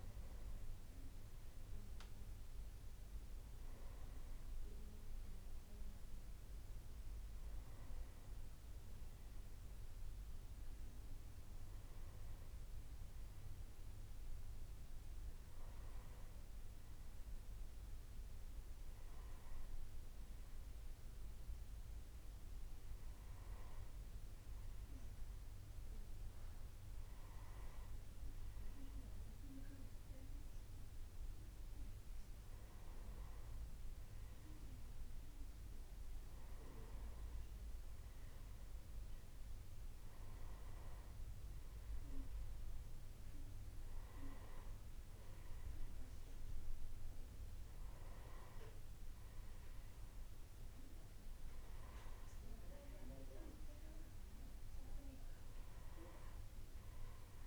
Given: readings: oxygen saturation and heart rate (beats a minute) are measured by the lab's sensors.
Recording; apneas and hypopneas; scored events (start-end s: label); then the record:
a person awake in a sleep study, hard to hear, by a room microphone; none
43.00-57.47 s: new sleep stage, N1 (lightest sleep)
From the record:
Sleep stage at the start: awake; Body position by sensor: on the back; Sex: male